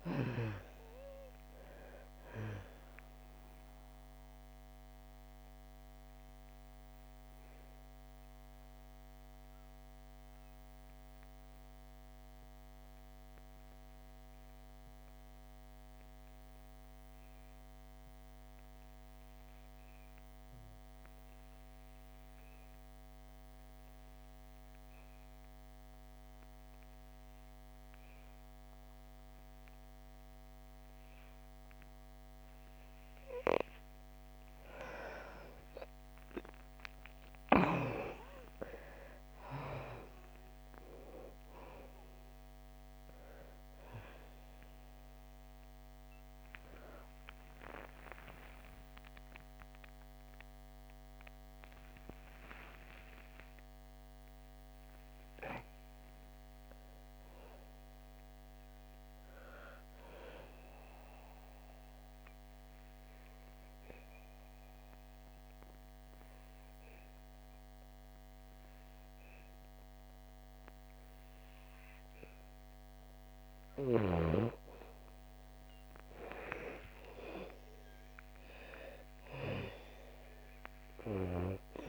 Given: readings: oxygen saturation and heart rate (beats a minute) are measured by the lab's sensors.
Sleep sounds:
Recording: breathing in sleep by a microphone on the trachea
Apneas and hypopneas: 2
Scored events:
0.00-22.00 s: oxygen desaturation (device-marked, oxygen 81% lowest, heart rate 56 extreme)
3.50-32.50 s: obstructive apnea (oxygen 98% before, 80% lowest, heart rate 64 before, 56 extreme, up 10 after)
24.00-66.00 s: oxygen desaturation (device-marked, oxygen 98% before, 80% lowest, heart rate 64 before, 56 extreme)
34.50-39.50 s: arousal
60.00-71.00 s: obstructive apnea (oxygen 91% before, 80% lowest, heart rate 99 before, 63 extreme, up 2 after)
74.50-78.00 s: arousal
80.00-81.89 s: oxygen desaturation (device-marked, oxygen 99% before, 88% lowest, heart rate 67 before, 58 extreme)
From the record:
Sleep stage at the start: N2 (light sleep)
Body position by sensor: on the back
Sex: female

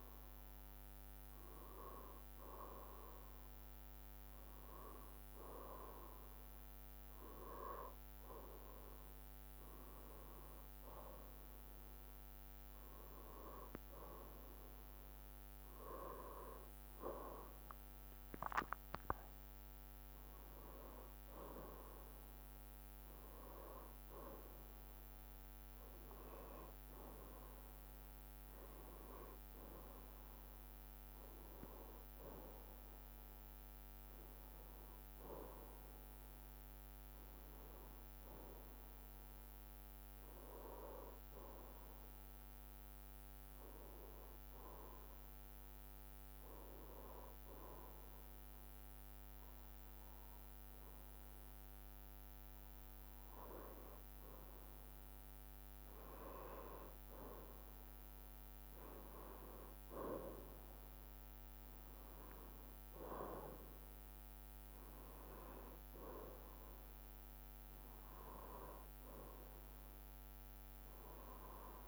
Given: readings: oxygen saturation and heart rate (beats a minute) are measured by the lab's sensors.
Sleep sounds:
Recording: a person partly awake in a sleep study, by a microphone on the trachea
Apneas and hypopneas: 1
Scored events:
11.00-18.00 s: bradycardia (device-marked, heart rate 67 before, 57 extreme)
12.50-14.50 s: long interval between heartbeats (device-marked, heart rate 62 before, 62 extreme)
19.00-27.00 s: bradycardia (device-marked, heart rate 67 before, 55 extreme)
20.00-50.00 s: new sleep stage, N1 (lightest sleep)
39.00-71.88 s: bradycardia (device-marked, heart rate 66 before, 54 extreme)
44.00-54.00 s: hypopnea (oxygen 94% before, 92% lowest, heart rate 59 before, 54 extreme, up 4 after)
50.00-71.88 s: new sleep stage, N2 (light sleep)
58.00-70.00 s: drop in pulse transit time (device-marked, heart rate 58 before, 56 extreme)
61.00-66.50 s: arousal
From the record:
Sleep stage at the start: awake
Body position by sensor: on the left side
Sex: male

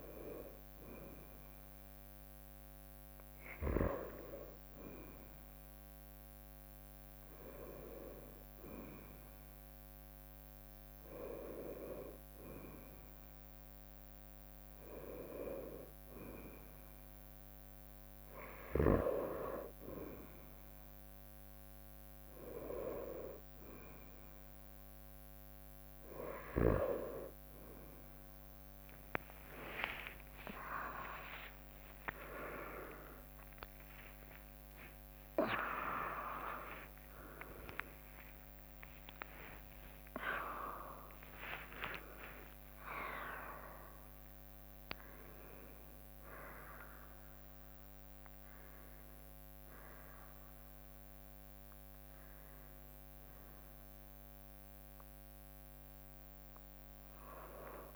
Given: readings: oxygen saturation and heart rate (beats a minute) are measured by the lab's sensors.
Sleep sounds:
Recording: a person partly awake in a sleep study, by a microphone on the trachea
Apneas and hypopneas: none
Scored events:
25.50-31.50 s: drop in pulse transit time (device-marked, heart rate 68 before, 68 extreme)
27.50-44.50 s: tachycardia (device-marked, heart rate 68 before, 145 extreme)
29.50-31.50 s: long interval between heartbeats (device-marked, heart rate 69 before, 93 extreme)
32.50-57.96 s: new sleep stage, awake
35.00-37.00 s: long interval between heartbeats (device-marked, heart rate 79 before, 108 extreme)
37.00-39.00 s: long interval between heartbeats (device-marked, heart rate 84 before, 103 extreme)
39.00-41.00 s: long interval between heartbeats (device-marked, heart rate 87 before, 121 extreme)
42.00-44.00 s: long interval between heartbeats (device-marked, heart rate 96 before, 145 extreme)
42.50-55.50 s: drop in pulse transit time (device-marked, heart rate 99 before, 68 extreme)
From the record:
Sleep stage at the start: N1 (lightest sleep)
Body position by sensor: on the right side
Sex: female

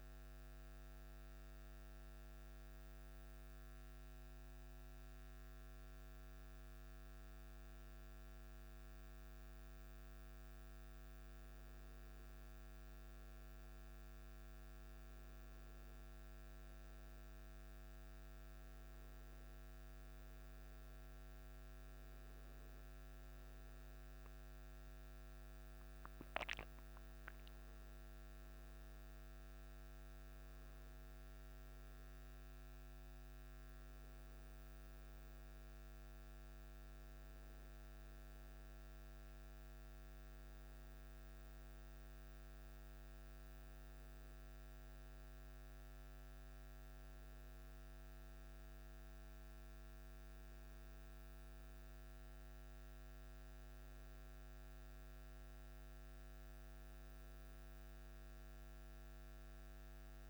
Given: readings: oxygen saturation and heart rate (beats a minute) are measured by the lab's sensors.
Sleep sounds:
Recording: a person awake in a sleep study, hard to hear, by a microphone on the trachea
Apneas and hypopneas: none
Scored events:
none scored
From the record:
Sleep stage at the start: awake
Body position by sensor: on the back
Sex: male

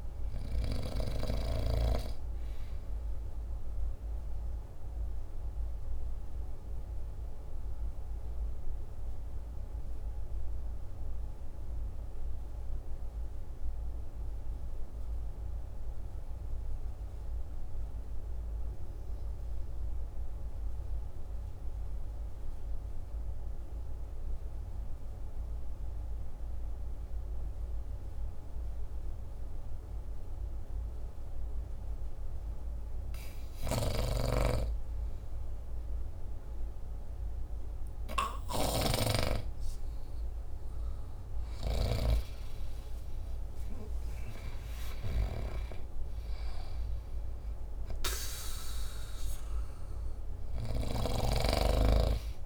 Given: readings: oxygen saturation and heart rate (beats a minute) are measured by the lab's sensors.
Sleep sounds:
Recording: breathing in sleep by a room microphone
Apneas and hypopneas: 1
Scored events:
0.00-15.00 s: oxygen desaturation (device-marked, oxygen 73% lowest, heart rate 50 extreme)
4.00-32.50 s: mixed apnea (oxygen 91% before, 73% lowest, heart rate 63 before, 50 extreme, up 7 after)
31.00-52.46 s: oxygen desaturation (device-marked, oxygen 99% before, 81% lowest, heart rate 51 before, 49 extreme)
33.00-41.50 s: snoring (device-marked)
34.50-39.00 s: arousal
From the record:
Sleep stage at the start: REM sleep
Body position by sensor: on the back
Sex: male

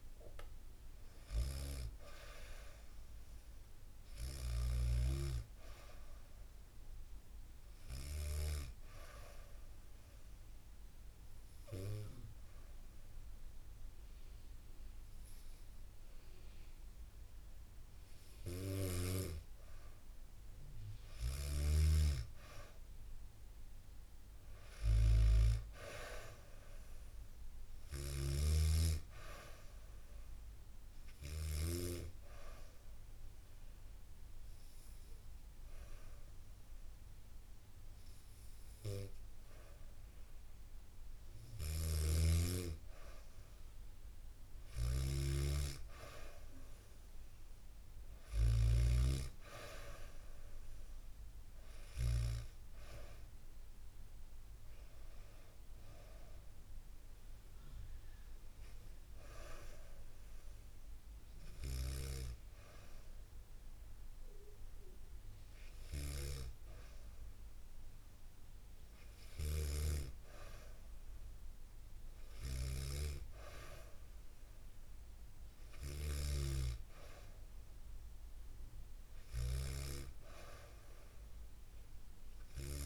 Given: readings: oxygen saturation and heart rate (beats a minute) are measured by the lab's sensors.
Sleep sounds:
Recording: breathing in sleep by a room microphone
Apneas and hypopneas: 2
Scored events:
8.50-19.00 s: obstructive apnea (oxygen 100% before, 95% lowest, heart rate 71 before, 62 extreme, up 6 after)
22.00-25.00 s: arousal
27.50-29.00 s: arousal
27.50-31.50 s: snoring (device-marked)
30.00-42.00 s: hypopnea (oxygen 99% before, 94% lowest, heart rate 64 before, 70 extreme, up 3 after)
41.00-51.50 s: snoring (device-marked)
52.00-56.50 s: arousal
65.50-82.86 s: snoring (device-marked)
From the record:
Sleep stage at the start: N2 (light sleep)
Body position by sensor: on the back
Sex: female

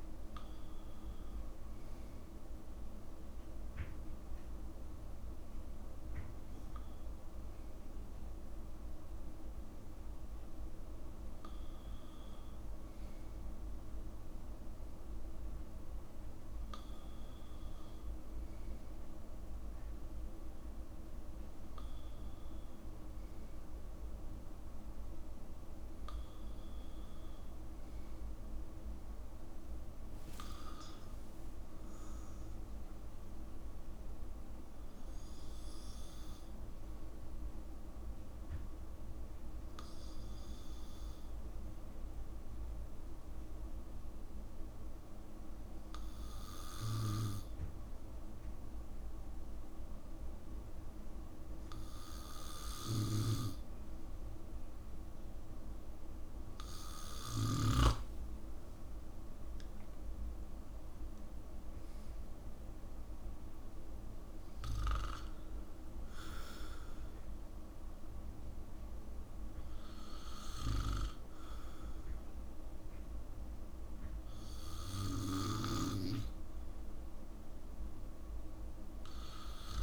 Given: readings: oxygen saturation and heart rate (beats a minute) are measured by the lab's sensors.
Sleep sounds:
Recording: breathing in sleep by a room microphone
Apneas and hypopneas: 1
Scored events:
30.50-32.50 s: long interval between heartbeats (device-marked, heart rate 62 before, 86 extreme)
31.50-35.00 s: arousal
38.00-56.00 s: hypopnea (oxygen 95% before, 92% lowest, heart rate 71 before, 54 extreme, up 14 after)
58.00-61.50 s: arousal
63.50-71.50 s: oxygen desaturation (device-marked, oxygen 95% before, 92% lowest, heart rate 64 before, 54 extreme)
From the record:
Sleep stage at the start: N2 (light sleep)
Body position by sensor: on the back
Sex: male

